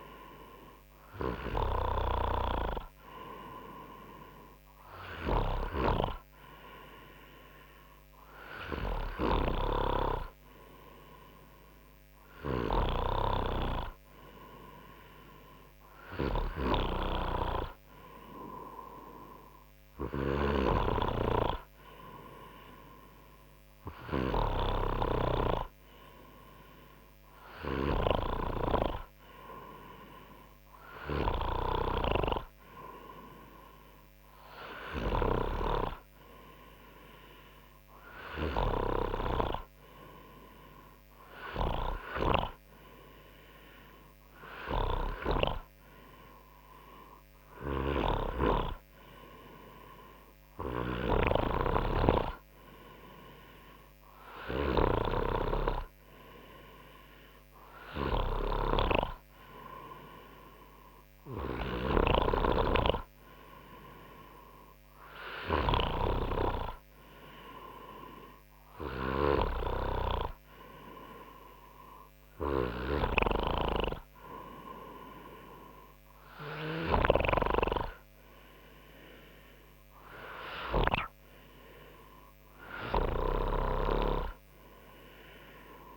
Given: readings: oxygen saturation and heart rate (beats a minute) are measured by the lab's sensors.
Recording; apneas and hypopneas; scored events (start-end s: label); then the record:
breathing in sleep by a microphone on the trachea; none
43.00-85.97 s: new sleep stage, N3 (deep sleep)
From the record:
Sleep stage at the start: N2 (light sleep); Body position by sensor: on the front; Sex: male